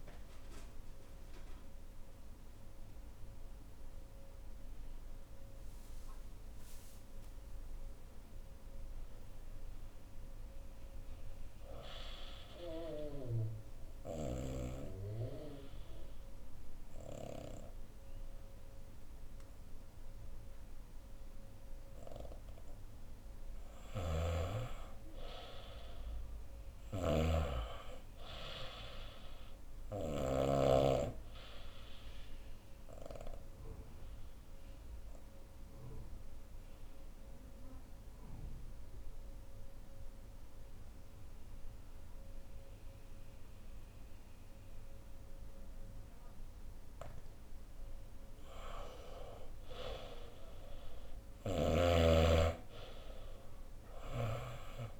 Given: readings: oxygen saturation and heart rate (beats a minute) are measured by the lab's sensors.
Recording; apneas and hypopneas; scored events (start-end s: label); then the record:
breathing in sleep by a room microphone; 2
12.50-23.00 s: obstructive apnea (oxygen 98% before, 92% lowest, heart rate 75 before, 65 extreme, up 7 after)
23.00-30.00 s: snoring (device-marked)
24.50-28.50 s: arousal
31.50-47.00 s: obstructive apnea (oxygen 98% before, 92% lowest, heart rate 68 before, 62 extreme, up 9 after)
49.00-53.00 s: arousal
50.50-54.00 s: snoring (device-marked)
51.50-55.00 s: oxygen desaturation (device-marked, oxygen 96% before, 92% lowest, heart rate 67 before, 62 extreme)
From the record:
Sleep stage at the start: N2 (light sleep); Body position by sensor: on the right side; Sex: female